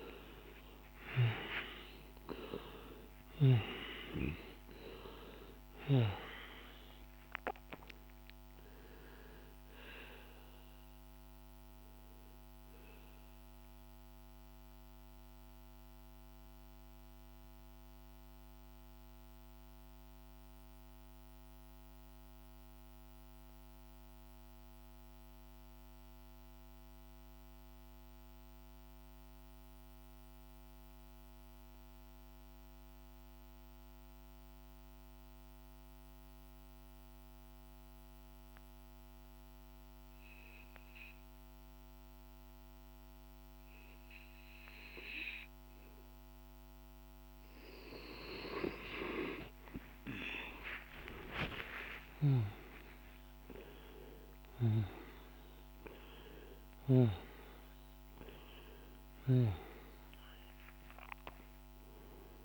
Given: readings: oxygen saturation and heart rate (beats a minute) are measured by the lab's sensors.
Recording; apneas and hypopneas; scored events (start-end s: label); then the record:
breathing in sleep by a microphone on the trachea; 1
0.00-2.50 s: snoring (device-marked)
0.00-4.50 s: arousal
0.00-23.00 s: oxygen desaturation (device-marked, oxygen 87% lowest, heart rate 47 extreme)
12.00-46.50 s: mixed apnea (oxygen 97% before, 87% lowest, heart rate 55 before, 47 extreme, up 38 after)
38.00-62.45 s: oxygen desaturation (device-marked, oxygen 99% before, 88% lowest, heart rate 50 before, 47 extreme)
50.00-55.00 s: arousal
From the record:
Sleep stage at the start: N2 (light sleep); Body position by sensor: on the back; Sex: male